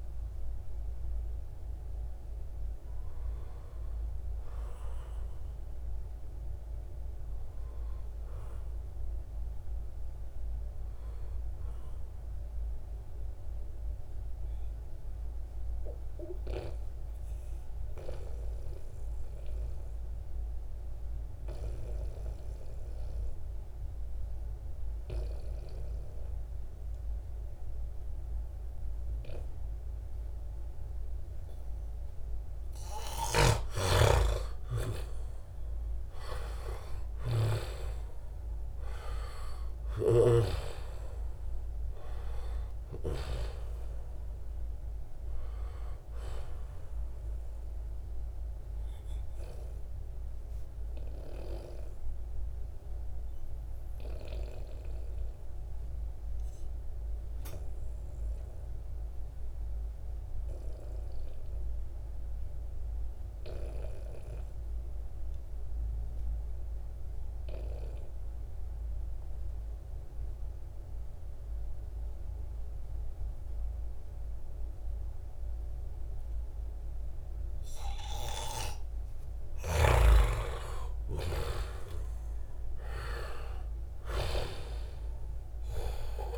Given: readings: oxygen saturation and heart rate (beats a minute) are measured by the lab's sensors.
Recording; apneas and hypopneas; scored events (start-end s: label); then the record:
breathing in sleep by a room microphone; 2
0.00-9.00 s: oxygen desaturation (device-marked, oxygen 86% lowest, heart rate 64 extreme)
0.50-2.50 s: long interval between heartbeats (device-marked, heart rate 79 before, 81 extreme)
3.50-5.50 s: long interval between heartbeats (device-marked, heart rate 81 before, 78 extreme)
6.00-8.00 s: long interval between heartbeats (device-marked, heart rate 83 before, 74 extreme)
9.50-32.50 s: obstructive apnea (oxygen 94% before, 90% lowest, heart rate 84 before, 67 extreme, up 8 after)
31.00-56.00 s: oxygen desaturation (device-marked, oxygen 97% before, 90% lowest, heart rate 72 before, 65 extreme)
32.50-37.00 s: snoring (device-marked)
34.00-38.00 s: arousal
47.00-77.00 s: obstructive apnea (oxygen 98% before, 88% lowest, heart rate 73 before, 65 extreme, up 3 after)
74.00-86.38 s: oxygen desaturation (device-marked, oxygen 97% before, 88% lowest, heart rate 70 before, 65 extreme)
79.00-82.50 s: arousal
From the record:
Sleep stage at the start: N2 (light sleep); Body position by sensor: on the back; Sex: male